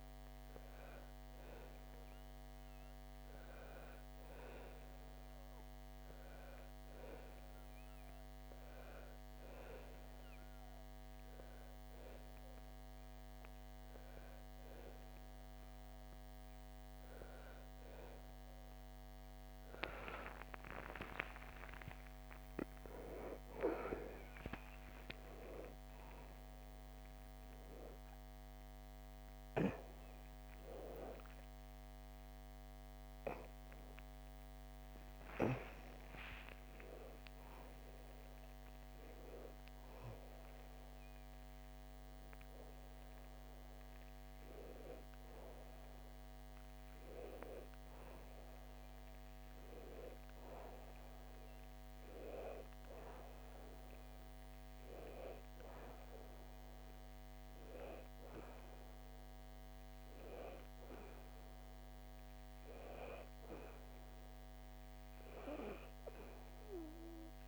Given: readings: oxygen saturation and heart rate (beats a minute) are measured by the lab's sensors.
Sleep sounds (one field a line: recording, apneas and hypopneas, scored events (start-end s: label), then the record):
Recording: breathing in sleep by a microphone on the trachea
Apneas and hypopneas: 1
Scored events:
9.50-19.50 s: obstructive apnea (oxygen 97% before, 91% lowest, heart rate 69 before, 68 extreme)
21.00-24.50 s: arousal
57.50-67.47 s: new sleep stage, N2 (light sleep)
From the record:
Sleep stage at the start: N1 (lightest sleep)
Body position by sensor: on the back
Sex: female